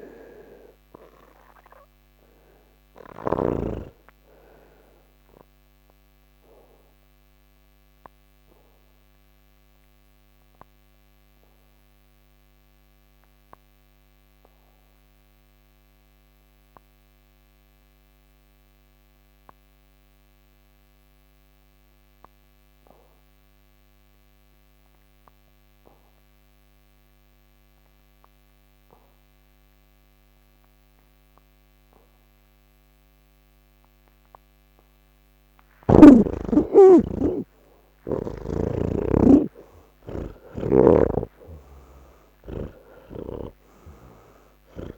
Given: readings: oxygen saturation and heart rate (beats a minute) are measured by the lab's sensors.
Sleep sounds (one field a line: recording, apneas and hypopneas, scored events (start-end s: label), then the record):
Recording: breathing in sleep by a microphone on the trachea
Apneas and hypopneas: 1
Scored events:
0.00-3.50 s: snoring (device-marked)
0.00-19.50 s: oxygen desaturation (device-marked, oxygen 79% lowest, heart rate 80 extreme)
4.50-35.00 s: obstructive apnea (oxygen 98% before, 76% lowest, heart rate 129 before, 80 extreme)
21.50-44.98 s: oxygen desaturation (device-marked, oxygen 98% before, 76% lowest, heart rate 104 before, 63 extreme)
43.00-44.98 s: snoring (device-marked)
From the record:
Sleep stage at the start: N2 (light sleep)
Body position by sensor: on the back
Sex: male